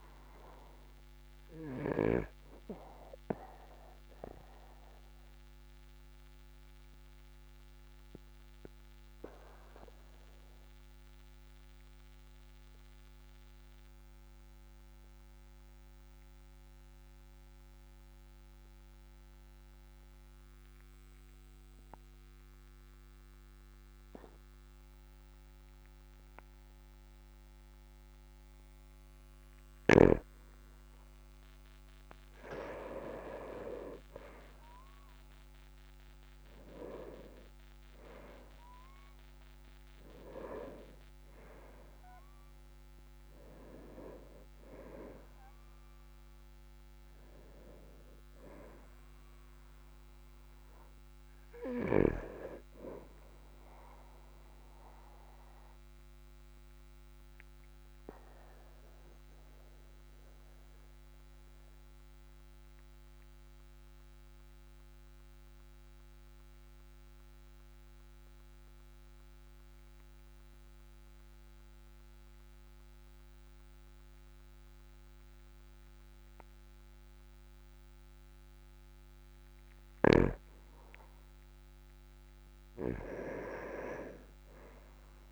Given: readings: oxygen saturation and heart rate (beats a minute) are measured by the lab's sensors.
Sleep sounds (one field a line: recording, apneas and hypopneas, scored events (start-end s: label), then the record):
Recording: breathing in sleep by a microphone on the trachea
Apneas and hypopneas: 2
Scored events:
1.50-11.50 s: oxygen desaturation (device-marked, oxygen 98% before, 95% lowest, heart rate 55 before, 45 extreme)
2.50-30.50 s: obstructive apnea (oxygen 99% before, 95% lowest, heart rate 55 before, 45 extreme, up 7 after)
32.50-37.00 s: arousal
55.00-81.00 s: obstructive apnea (oxygen 99% before, 95% lowest, heart rate 49 before, 41 extreme, up 10 after)
83.50-85.32 s: arousal
From the record:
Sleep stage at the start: N2 (light sleep)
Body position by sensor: on the back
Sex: male